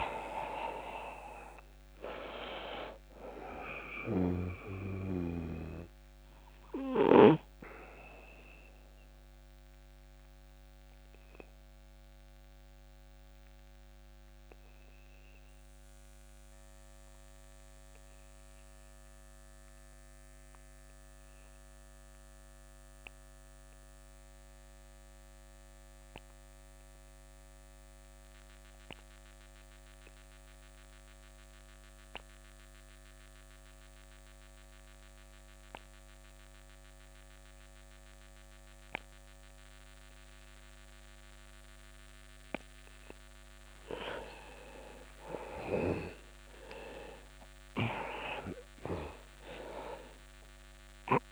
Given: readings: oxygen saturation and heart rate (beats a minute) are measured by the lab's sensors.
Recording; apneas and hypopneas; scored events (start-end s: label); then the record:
breathing in sleep by a microphone on the trachea; 1
0.00-24.50 s: oxygen desaturation (device-marked, oxygen 80% lowest, heart rate 26 extreme)
6.00-42.00 s: obstructive apnea (oxygen 95% before, 80% lowest, heart rate 38 before, 26 extreme, up 30 after)
39.50-51.32 s: oxygen desaturation (device-marked, oxygen 99% before, 83% lowest, heart rate 39 before, 26 extreme)
44.50-49.00 s: arousal
From the record:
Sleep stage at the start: N2 (light sleep); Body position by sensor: on the back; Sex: male